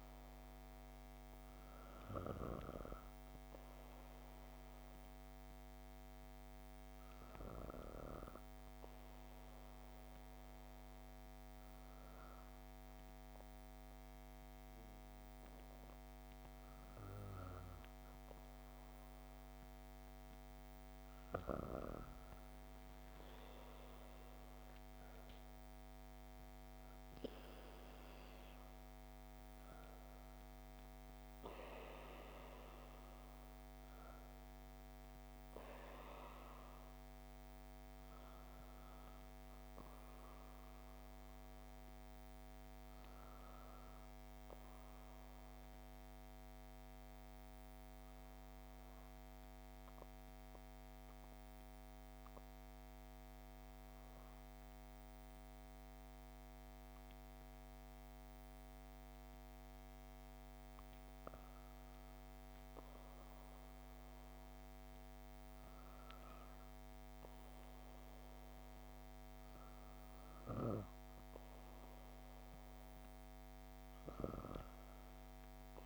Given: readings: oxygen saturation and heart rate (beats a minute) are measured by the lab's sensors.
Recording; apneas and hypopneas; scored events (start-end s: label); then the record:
breathing in sleep, hard to hear, by a microphone on the trachea; 2
6.00-21.00 s: hypopnea (oxygen 98% before, 95% lowest, heart rate 78 before, 58 extreme, up 9 after)
24.00-28.00 s: arousal
44.00-60.00 s: obstructive apnea (oxygen 96% before, 94% lowest, heart rate 61 before, 58 extreme, up 2 after)
61.00-66.50 s: arousal
From the record:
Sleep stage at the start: N2 (light sleep); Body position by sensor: on the back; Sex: female